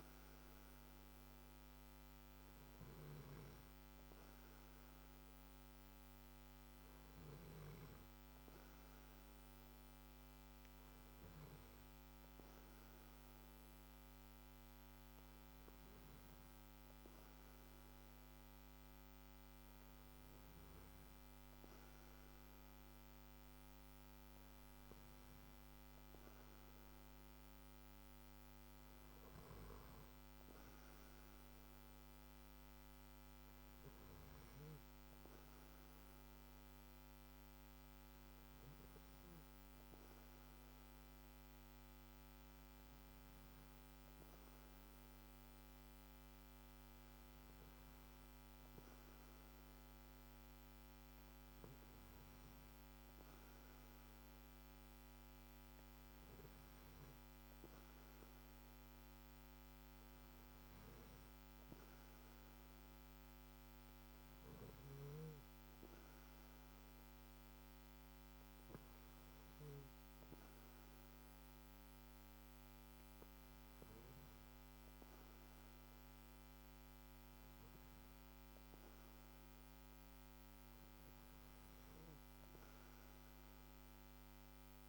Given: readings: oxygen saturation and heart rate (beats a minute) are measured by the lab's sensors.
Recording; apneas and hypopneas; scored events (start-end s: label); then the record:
breathing in sleep, hard to hear, by a microphone on the trachea; none
none scored
From the record:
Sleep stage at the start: N2 (light sleep); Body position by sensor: on the back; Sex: male